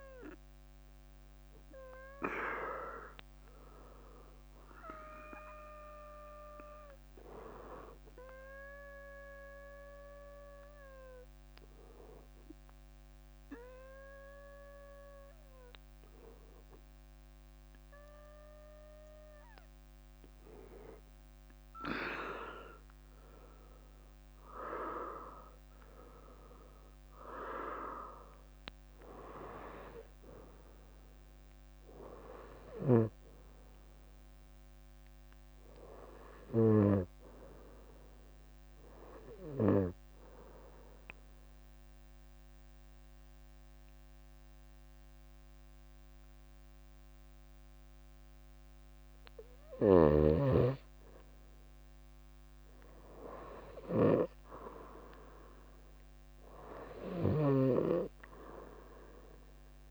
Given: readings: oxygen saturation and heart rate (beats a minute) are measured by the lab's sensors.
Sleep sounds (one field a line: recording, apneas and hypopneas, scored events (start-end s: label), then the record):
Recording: breathing in sleep by a microphone on the trachea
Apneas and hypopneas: 2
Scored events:
0.00-6.50 s: oxygen desaturation (device-marked, oxygen 91% lowest, heart rate 60 extreme)
5.50-20.00 s: obstructive apnea (oxygen 98% before, 95% lowest, heart rate 65 before, 60 extreme, up 11 after)
22.00-26.00 s: arousal
23.50-59.91 s: new sleep stage, REM sleep
26.50-28.00 s: leg movement (device-marked)
29.50-30.00 s: leg movement (device-marked)
40.00-52.00 s: obstructive apnea (oxygen 99% before, 94% lowest, heart rate 65 before, 59 extreme, up 7 after)
41.50-47.50 s: bradycardia (device-marked, heart rate 66 before, 59 extreme)
54.00-57.00 s: arousal
From the record:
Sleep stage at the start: N2 (light sleep)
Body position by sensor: on the right side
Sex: female